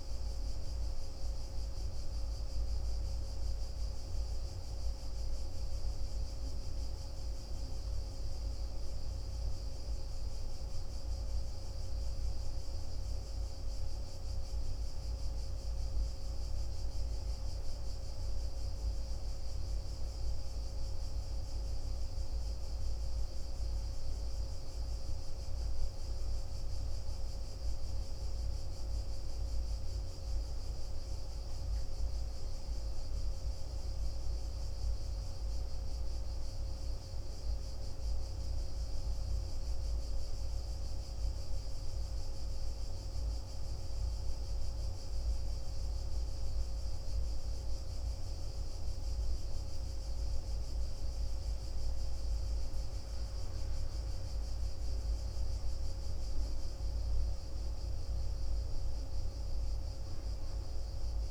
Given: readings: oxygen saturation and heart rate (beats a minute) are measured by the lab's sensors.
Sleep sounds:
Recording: a person awake in a sleep study, hard to hear, by a room microphone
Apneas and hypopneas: none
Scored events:
none scored
From the record:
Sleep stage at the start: awake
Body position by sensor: on the back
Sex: male

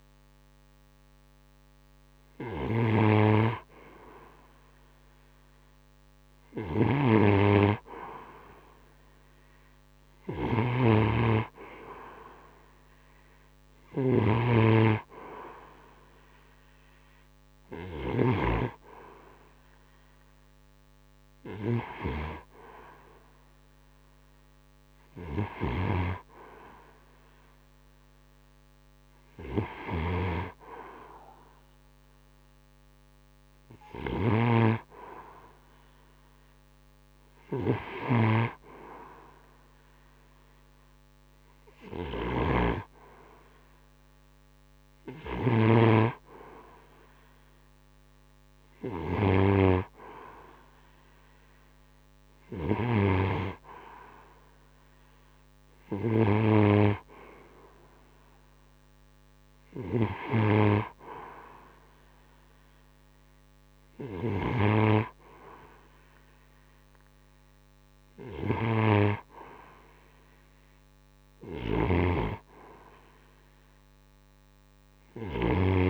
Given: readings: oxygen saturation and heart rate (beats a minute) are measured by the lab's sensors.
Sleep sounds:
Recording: breathing in sleep by a microphone on the trachea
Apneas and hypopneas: none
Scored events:
1.50-17.50 s: snoring (device-marked)
33.00-45.00 s: snoring (device-marked)
51.50-55.50 s: snoring (device-marked)
67.50-74.50 s: snoring (device-marked)
From the record:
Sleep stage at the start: N2 (light sleep)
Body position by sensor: on the right side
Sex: male

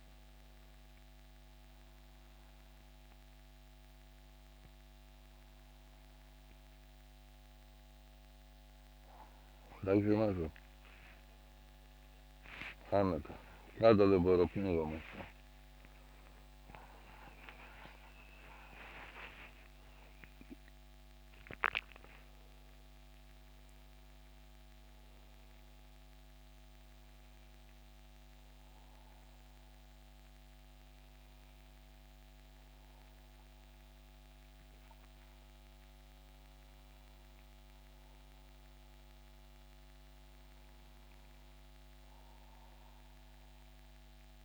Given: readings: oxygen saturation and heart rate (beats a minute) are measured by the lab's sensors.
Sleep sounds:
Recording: a person awake in a sleep study, by a microphone on the trachea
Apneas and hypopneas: none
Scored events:
22.50-44.45 s: new sleep stage, N1 (lightest sleep)
From the record:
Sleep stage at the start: awake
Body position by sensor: on the back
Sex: male

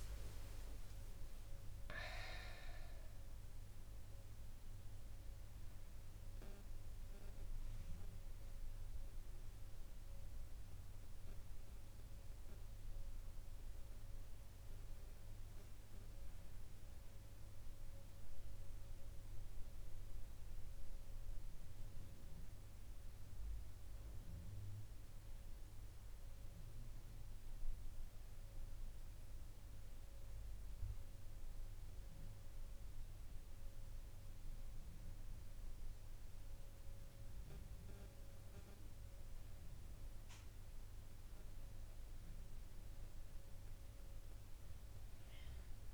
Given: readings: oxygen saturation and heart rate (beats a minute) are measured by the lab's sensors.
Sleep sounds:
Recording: breathing in sleep, hard to hear, by a room microphone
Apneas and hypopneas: none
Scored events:
0.00-1.00 s: arousal
From the record:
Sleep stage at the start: N1 (lightest sleep)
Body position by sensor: on the back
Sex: female

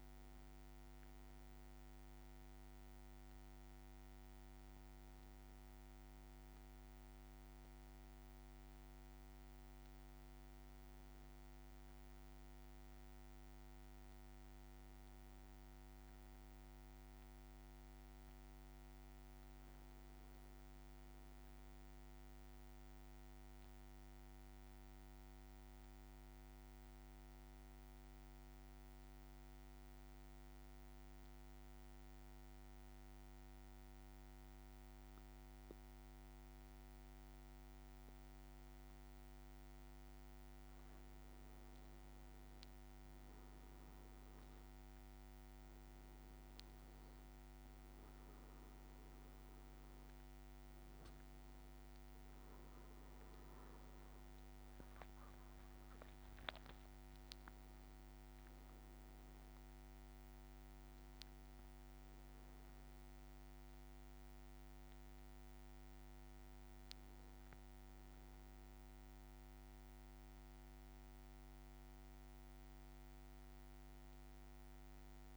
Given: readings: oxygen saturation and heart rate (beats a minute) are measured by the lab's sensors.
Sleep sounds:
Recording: breathing in sleep, hard to hear, by a microphone on the trachea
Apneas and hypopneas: 1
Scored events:
23.00-40.00 s: central apnea (oxygen 100% before, 94% lowest, heart rate 56 before, 55 extreme, up 4 after)
41.50-46.00 s: arousal
47.50-74.50 s: oxygen desaturation (device-marked, oxygen 99% before, 94% lowest, heart rate 56 before, 53 extreme)
70.50-75.36 s: new sleep stage, N2 (light sleep)
From the record:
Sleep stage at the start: N1 (lightest sleep)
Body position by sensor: on the back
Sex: male

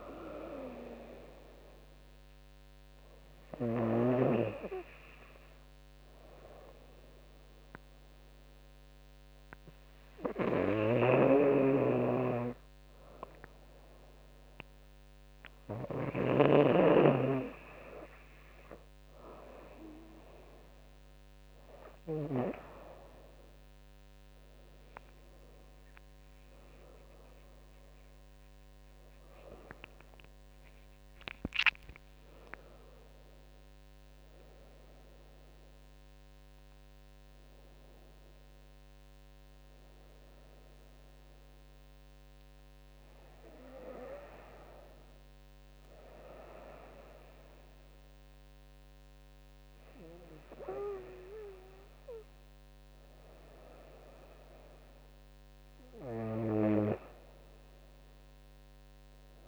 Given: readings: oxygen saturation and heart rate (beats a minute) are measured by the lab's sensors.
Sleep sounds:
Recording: breathing in sleep by a microphone on the trachea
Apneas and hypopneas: none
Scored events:
0.00-6.00 s: drop in pulse transit time (device-marked, heart rate 77 extreme)
0.00-14.00 s: oxygen desaturation (device-marked, oxygen 93% lowest, heart rate 70 extreme)
10.50-22.50 s: snoring (device-marked)
25.00-40.00 s: drop in pulse transit time (device-marked, heart rate 78 before, 84 extreme)
28.00-58.00 s: new sleep stage, N1 (lightest sleep)
28.50-32.50 s: arousal
49.00-51.00 s: long interval between heartbeats (device-marked, heart rate 87 before, 75 extreme)
58.00-59.48 s: arousal
58.00-59.48 s: new sleep stage, N2 (light sleep)
From the record:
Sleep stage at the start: N2 (light sleep)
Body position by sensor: on the right side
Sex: female

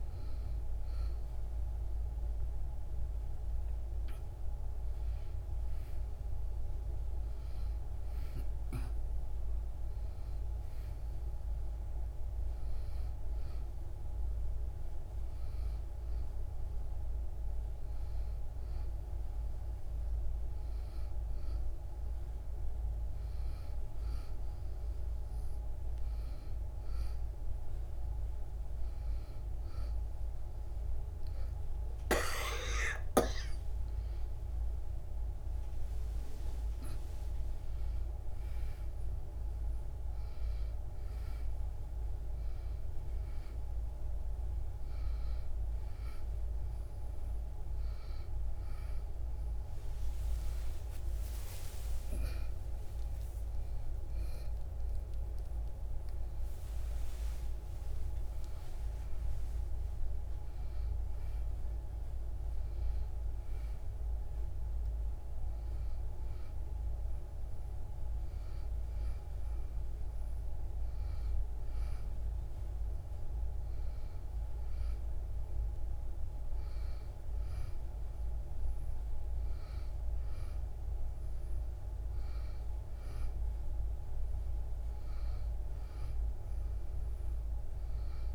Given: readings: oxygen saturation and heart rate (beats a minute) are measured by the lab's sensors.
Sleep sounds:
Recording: a person awake in a sleep study, hard to hear, by a room microphone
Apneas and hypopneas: none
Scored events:
82.00-88.35 s: new sleep stage, N1 (lightest sleep)
From the record:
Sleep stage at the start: awake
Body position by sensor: on the back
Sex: female

